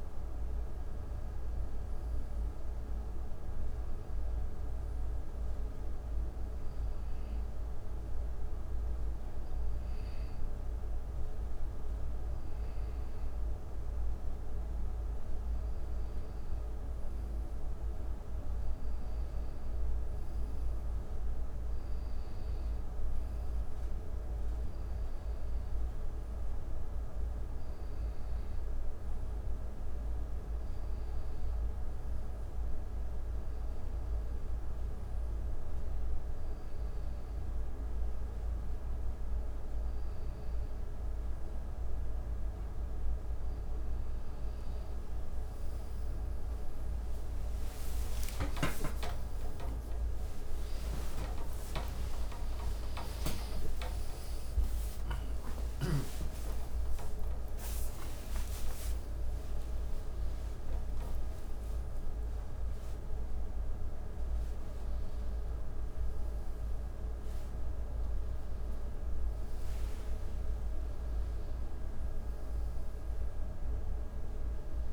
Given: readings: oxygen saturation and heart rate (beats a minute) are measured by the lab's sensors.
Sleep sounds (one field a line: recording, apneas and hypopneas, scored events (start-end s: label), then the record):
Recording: a person awake in a sleep study, hard to hear, by a room microphone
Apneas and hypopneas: 1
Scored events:
0.00-9.50 s: oxygen desaturation (device-marked, oxygen 90% lowest, heart rate 74 extreme)
4.00-14.50 s: hypopnea (oxygen 94% before, 90% lowest, heart rate 73 before, 74 extreme, up 4 after)
6.50-36.50 s: new sleep stage, N2 (light sleep)
16.50-20.00 s: arousal
19.50-26.50 s: oxygen desaturation (device-marked, oxygen 94% before, 90% lowest, heart rate 75 before, 75 extreme)
36.50-74.93 s: new sleep stage, awake
56.50-61.50 s: oxygen desaturation (device-marked, oxygen 93% before, 90% lowest, heart rate 94 before, 72 extreme)
From the record:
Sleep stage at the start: N1 (lightest sleep)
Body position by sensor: on the back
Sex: male